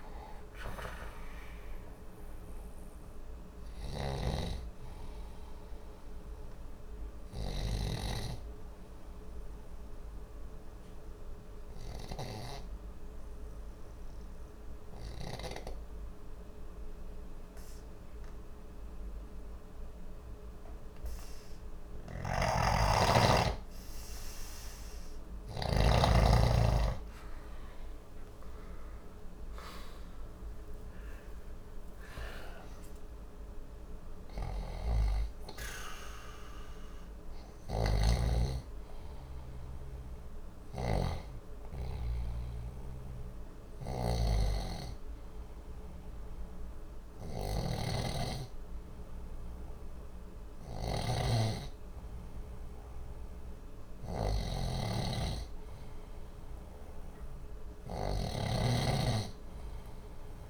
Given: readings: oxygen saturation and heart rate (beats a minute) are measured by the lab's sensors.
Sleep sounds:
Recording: breathing in sleep by a room microphone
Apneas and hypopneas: 2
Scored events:
3.50-7.50 s: snoring (device-marked)
8.50-25.50 s: obstructive apnea (oxygen 95% before, 93% lowest, heart rate 62 before, 59 extreme, up 19 after)
21.50-25.50 s: snoring (device-marked)
27.50-32.00 s: arousal
37.00-60.50 s: snoring (device-marked)
41.50-54.50 s: hypopnea (oxygen 97% before, 93% lowest, heart rate 67 before, 59 extreme, up 2 after)
From the record:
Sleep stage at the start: N2 (light sleep)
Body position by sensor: on the left side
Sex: male

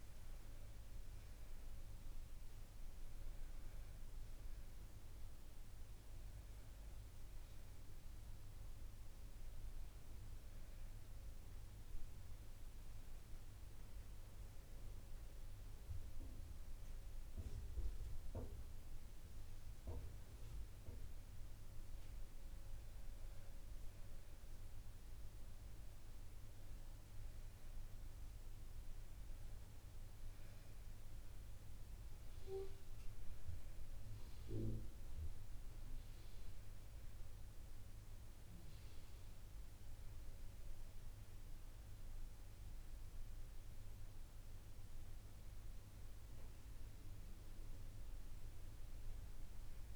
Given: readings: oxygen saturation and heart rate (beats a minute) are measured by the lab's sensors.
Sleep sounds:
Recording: breathing in sleep, hard to hear, by a room microphone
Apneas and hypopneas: none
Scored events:
none scored
From the record:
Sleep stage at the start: N2 (light sleep)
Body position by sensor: on the back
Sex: female

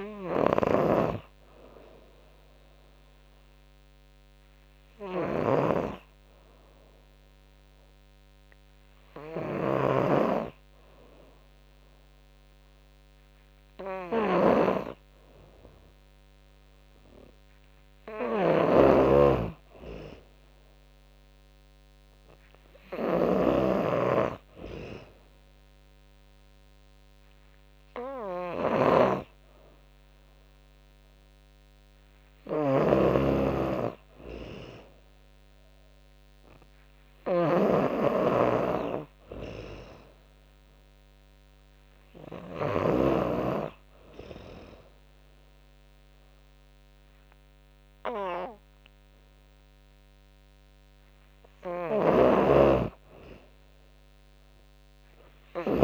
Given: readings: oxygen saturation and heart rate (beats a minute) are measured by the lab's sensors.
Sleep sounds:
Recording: breathing in sleep by a microphone on the trachea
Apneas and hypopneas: 1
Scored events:
0.00-2.50 s: drop in pulse transit time (device-marked, heart rate 94 extreme)
0.00-7.50 s: tachycardia (device-marked, heart rate 136 extreme)
0.00-42.50 s: snoring (device-marked)
2.50-18.50 s: oxygen desaturation (device-marked, oxygen 95% before, 90% lowest, heart rate 114 before, 81 extreme)
3.00-5.00 s: long interval between heartbeats (device-marked, heart rate 114 before, 111 extreme)
3.00-15.50 s: hypopnea (oxygen 95% before, 90% lowest, heart rate 114 before, 88 extreme, up 34 after)
6.50-8.50 s: long interval between heartbeats (device-marked, heart rate 112 before, 136 extreme)
12.50-14.50 s: long interval between heartbeats (device-marked, heart rate 114 before, 88 extreme)
13.50-20.50 s: tachycardia (device-marked, heart rate 104 before, 122 extreme)
15.50-17.50 s: long interval between heartbeats (device-marked, heart rate 112 before, 100 extreme)
17.50-19.50 s: long interval between heartbeats (device-marked, heart rate 111 before, 116 extreme)
17.50-27.50 s: drop in pulse transit time (device-marked, heart rate 111 before, 99 extreme)
18.00-21.50 s: arousal
19.50-21.50 s: long interval between heartbeats (device-marked, heart rate 111 before, 121 extreme)
21.50-26.50 s: tachycardia (device-marked, heart rate 103 before, 119 extreme)
22.00-24.00 s: long interval between heartbeats (device-marked, heart rate 113 before, 117 extreme)
25.00-27.00 s: long interval between heartbeats (device-marked, heart rate 113 before, 108 extreme)
27.00-29.00 s: long interval between heartbeats (device-marked, heart rate 112 before, 107 extreme)
32.00-34.00 s: long interval between heartbeats (device-marked, heart rate 106 before, 96 extreme)
34.00-36.00 s: long interval between heartbeats (device-marked, heart rate 106 before, 96 extreme)
44.50-46.50 s: long interval between heartbeats (device-marked, heart rate 96 before, 84 extreme)
47.00-49.00 s: long interval between heartbeats (device-marked, heart rate 94 before, 95 extreme)
51.50-55.84 s: snoring (device-marked)
53.50-55.84 s: drop in pulse transit time (device-marked, heart rate 91 before, 82 extreme)
From the record:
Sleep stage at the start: N2 (light sleep)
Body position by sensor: on the back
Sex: female

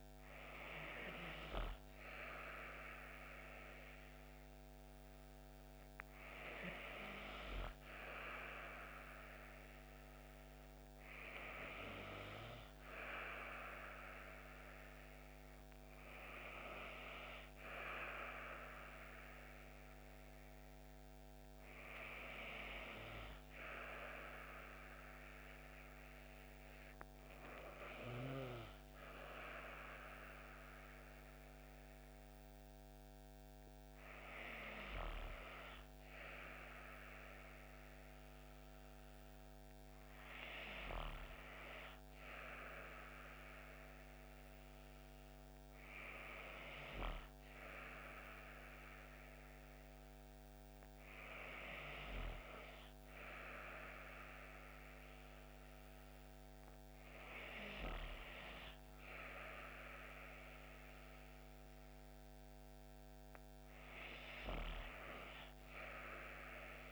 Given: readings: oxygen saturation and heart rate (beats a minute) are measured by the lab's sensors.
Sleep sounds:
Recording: breathing in sleep by a microphone on the trachea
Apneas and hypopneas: none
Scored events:
none scored
From the record:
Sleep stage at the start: N2 (light sleep)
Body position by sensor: on the back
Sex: female

